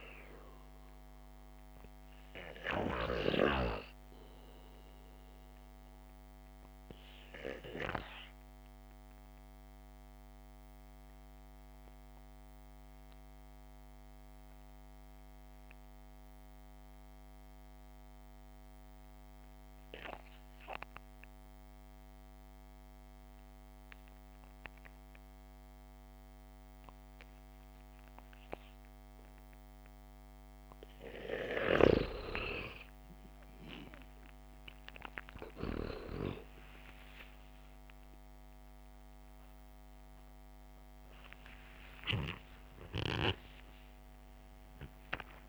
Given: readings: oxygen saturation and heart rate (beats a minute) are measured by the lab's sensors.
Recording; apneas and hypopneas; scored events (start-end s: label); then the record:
breathing in sleep by a microphone on the trachea; 1
0.00-27.50 s: oxygen desaturation (device-marked, oxygen 90% lowest, heart rate 57 extreme)
6.50-29.00 s: obstructive apnea (oxygen 99% before, 90% lowest, heart rate 62 before, 57 extreme, up 7 after)
34.50-41.00 s: arousal
42.50-45.49 s: oxygen desaturation (device-marked, oxygen 98% before, 91% lowest, heart rate 67 before, 54 extreme)
From the record:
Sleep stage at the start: REM sleep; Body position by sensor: on the back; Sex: male